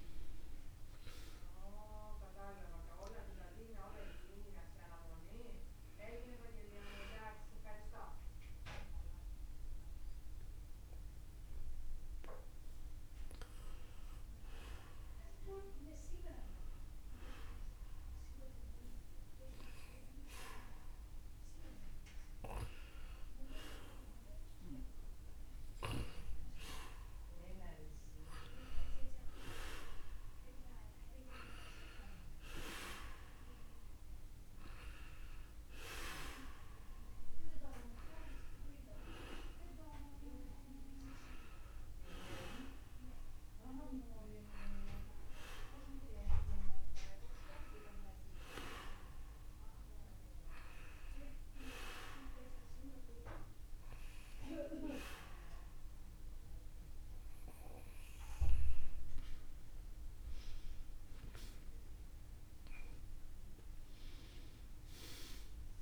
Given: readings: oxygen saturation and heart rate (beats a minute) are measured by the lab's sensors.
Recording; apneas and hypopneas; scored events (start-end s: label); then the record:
breathing in sleep by a room microphone; 2
6.00-31.00 s: oxygen desaturation (device-marked, oxygen 98% before, 93% lowest, heart rate 71 before, 66 extreme)
8.00-23.00 s: hypopnea (oxygen 100% before, 93% lowest, heart rate 70 before, 66 extreme, up 2 after)
14.00-65.82 s: new sleep stage, N2 (light sleep)
25.00-29.00 s: arousal
49.50-61.50 s: hypopnea (oxygen 96% before, 90% lowest, heart rate 69 before, 70 extreme, up 2 after)
63.00-65.82 s: arousal
From the record:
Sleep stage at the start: N1 (lightest sleep); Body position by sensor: on the back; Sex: male